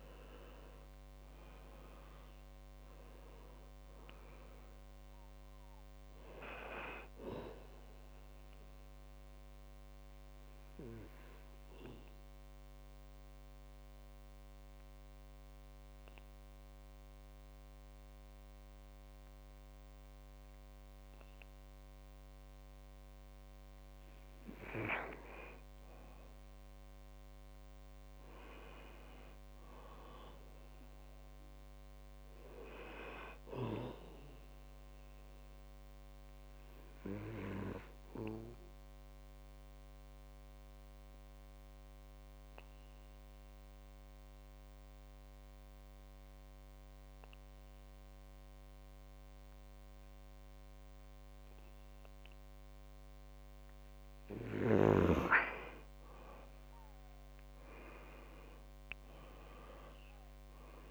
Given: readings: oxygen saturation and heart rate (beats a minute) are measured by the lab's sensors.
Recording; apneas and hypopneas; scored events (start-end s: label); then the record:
breathing in sleep by a microphone on the trachea; 2
0.00-28.50 s: oxygen desaturation (device-marked, oxygen 86% lowest, heart rate 59 extreme)
8.50-24.00 s: obstructive apnea (oxygen 98% before, 86% lowest, heart rate 68 before, 60 extreme, up 7 after)
26.00-29.00 s: arousal
38.00-53.00 s: obstructive apnea (oxygen 99% before, 91% lowest, heart rate 64 before, 59 extreme, up 9 after)
56.00-59.00 s: arousal
From the record:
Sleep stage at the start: N2 (light sleep); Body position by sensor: on the back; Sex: male